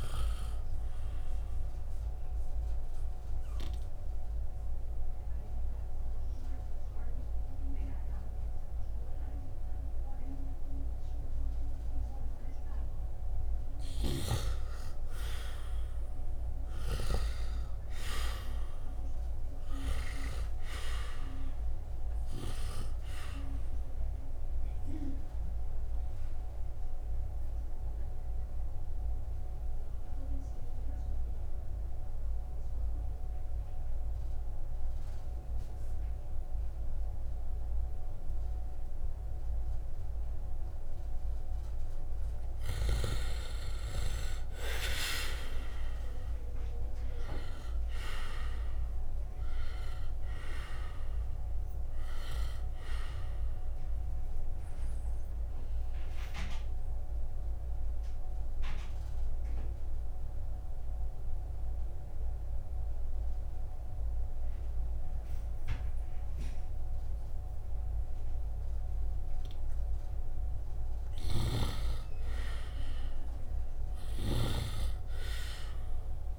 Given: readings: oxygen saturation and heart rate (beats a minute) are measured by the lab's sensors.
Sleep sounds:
breathing in sleep by a room microphone; 3
0.00-4.50 s: oxygen desaturation (device-marked, oxygen 92% lowest, heart rate 64 extreme)
3.50-14.00 s: obstructive apnea (oxygen 97% before, 87% lowest, heart rate 69 before, 64 extreme, up 0 after)
13.50-17.00 s: snoring (device-marked)
16.00-20.50 s: arousal
21.50-38.50 s: oxygen desaturation (device-marked, oxygen 96% before, 88% lowest, heart rate 67 before, 60 extreme)
26.50-42.50 s: obstructive apnea (oxygen 96% before, 87% lowest, heart rate 67 before, 60 extreme)
44.00-48.50 s: arousal
45.50-73.50 s: oxygen desaturation (device-marked, oxygen 98% before, 87% lowest, heart rate 68 before, 60 extreme)
54.50-70.50 s: obstructive apnea (oxygen 98% before, 81% lowest, heart rate 64 before, 64 extreme)
71.00-74.50 s: snoring (device-marked)
72.50-76.39 s: arousal
From the record:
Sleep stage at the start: N2 (light sleep); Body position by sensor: on the right side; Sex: male

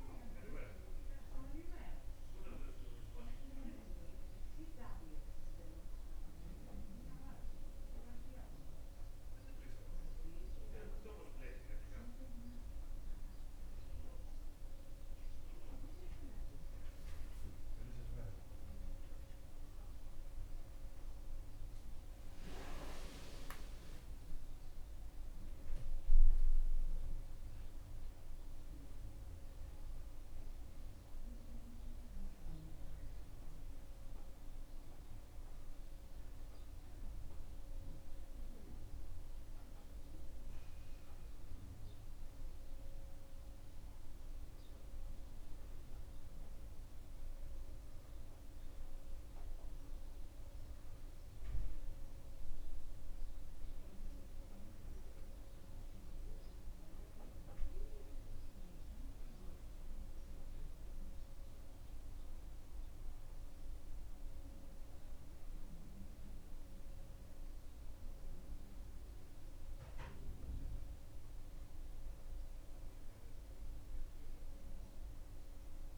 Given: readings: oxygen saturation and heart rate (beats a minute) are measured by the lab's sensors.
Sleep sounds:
breathing in sleep by a room microphone; none
33.00-75.98 s: new sleep stage, N2 (light sleep)
From the record:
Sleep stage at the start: N1 (lightest sleep); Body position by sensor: on the back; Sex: male

